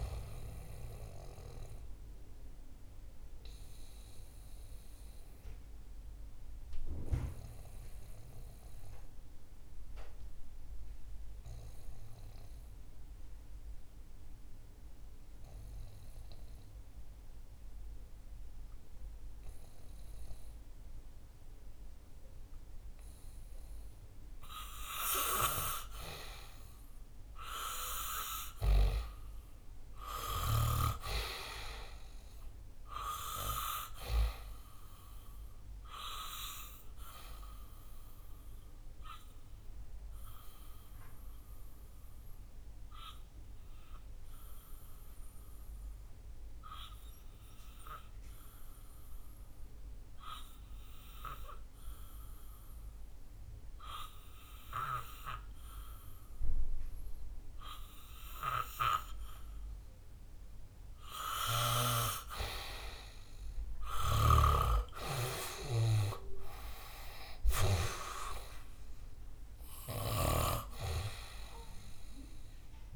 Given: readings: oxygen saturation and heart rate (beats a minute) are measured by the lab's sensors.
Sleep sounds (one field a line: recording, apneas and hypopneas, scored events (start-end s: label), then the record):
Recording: breathing in sleep by a room microphone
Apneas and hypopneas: 2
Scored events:
0.00-4.50 s: oxygen desaturation (device-marked, oxygen 91% lowest, heart rate 59 extreme)
1.50-23.00 s: obstructive apnea (oxygen 97% before, 89% lowest, heart rate 69 before, 59 extreme, up 3 after)
15.50-24.50 s: oxygen desaturation (device-marked, oxygen 92% before, 89% lowest, heart rate 65 before, 64 extreme)
27.00-31.00 s: arousal
34.50-55.50 s: oxygen desaturation (device-marked, oxygen 98% before, 89% lowest, heart rate 68 before, 63 extreme)
37.00-61.00 s: obstructive apnea (oxygen 98% before, 88% lowest, heart rate 68 before, 63 extreme, up 10 after)
63.00-67.00 s: arousal
64.00-68.00 s: snoring (device-marked)
67.50-72.96 s: oxygen desaturation (device-marked, oxygen 96% before, 88% lowest, heart rate 68 before, 62 extreme)
From the record:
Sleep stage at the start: N2 (light sleep)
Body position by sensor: on the back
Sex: male